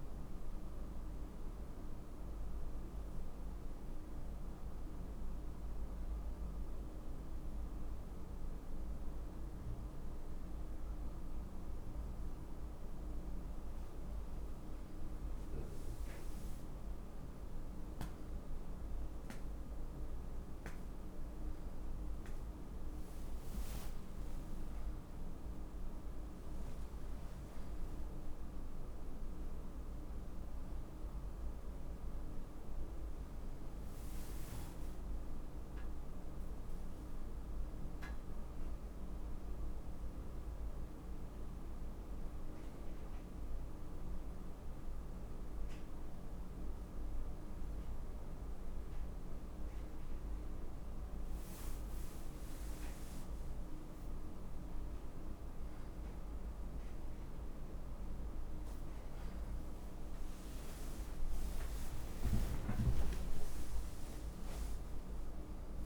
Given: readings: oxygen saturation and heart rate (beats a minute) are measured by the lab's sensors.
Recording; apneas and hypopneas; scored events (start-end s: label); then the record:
a person awake in a sleep study, hard to hear, by a room microphone; none
29.50-34.50 s: oxygen desaturation (device-marked, oxygen 94% before, 87% lowest, heart rate 77 before, 61 extreme)
From the record:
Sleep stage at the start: awake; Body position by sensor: on the right side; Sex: male